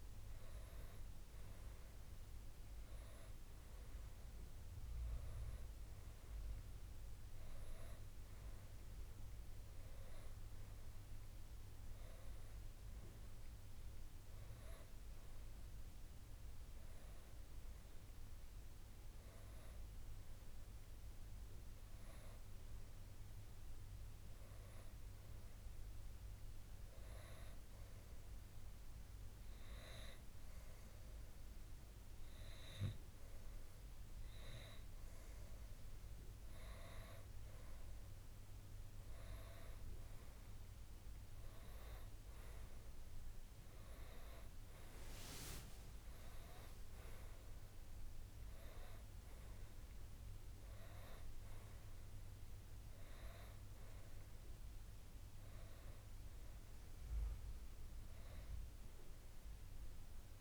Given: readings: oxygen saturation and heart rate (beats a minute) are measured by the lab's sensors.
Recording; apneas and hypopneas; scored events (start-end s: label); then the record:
breathing in sleep by a room microphone; 1
26.00-37.50 s: obstructive apnea (oxygen 93% before, 90% lowest, heart rate 66 before, 63 extreme, up 7 after)
41.00-44.50 s: arousal
From the record:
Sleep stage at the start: N2 (light sleep); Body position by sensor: on the right side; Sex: male